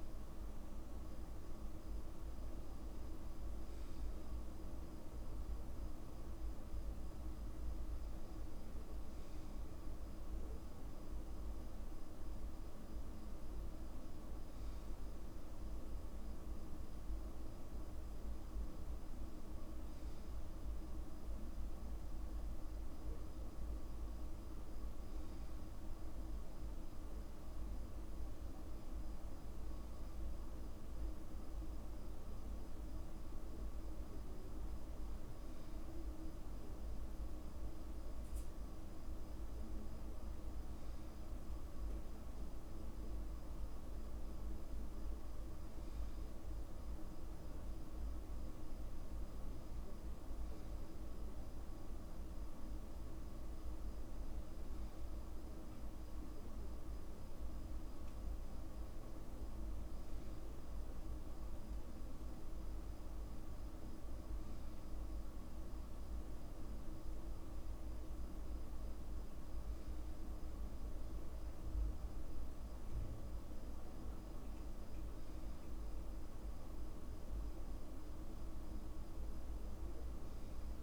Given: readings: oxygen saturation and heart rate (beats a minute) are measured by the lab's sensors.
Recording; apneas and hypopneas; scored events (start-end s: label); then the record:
breathing in sleep, hard to hear, by a room microphone; none
none scored
From the record:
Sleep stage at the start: N2 (light sleep); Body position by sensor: on the back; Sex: male